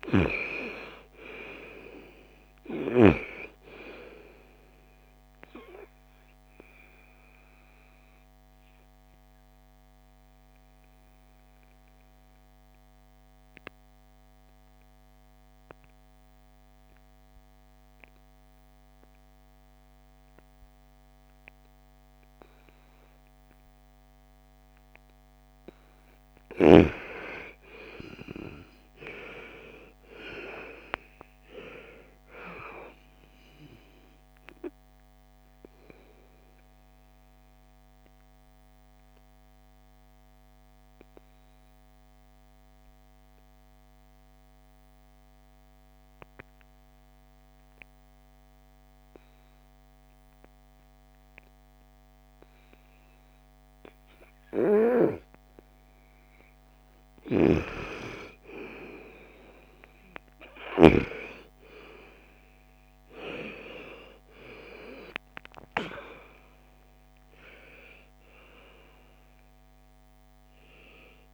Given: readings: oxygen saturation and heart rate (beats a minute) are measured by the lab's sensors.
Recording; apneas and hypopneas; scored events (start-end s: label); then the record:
breathing in sleep by a microphone on the trachea; 2
0.00-19.50 s: oxygen desaturation (device-marked, oxygen 85% lowest, heart rate 47 extreme)
6.50-24.50 s: obstructive apnea (oxygen 98% before, 85% lowest, heart rate 61 before, 47 extreme, up 21 after)
25.50-29.50 s: arousal
28.50-47.50 s: oxygen desaturation (device-marked, oxygen 98% before, 87% lowest, heart rate 55 before, 55 extreme)
36.50-56.00 s: obstructive apnea (oxygen 98% before, 87% lowest, heart rate 59 before, 55 extreme, up 14 after)
57.00-60.00 s: arousal
57.00-61.00 s: snoring (device-marked)
60.50-71.34 s: oxygen desaturation (device-marked, oxygen 98% before, 87% lowest, heart rate 57 before, 47 extreme)
From the record:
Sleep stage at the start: N2 (light sleep); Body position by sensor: on the right side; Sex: female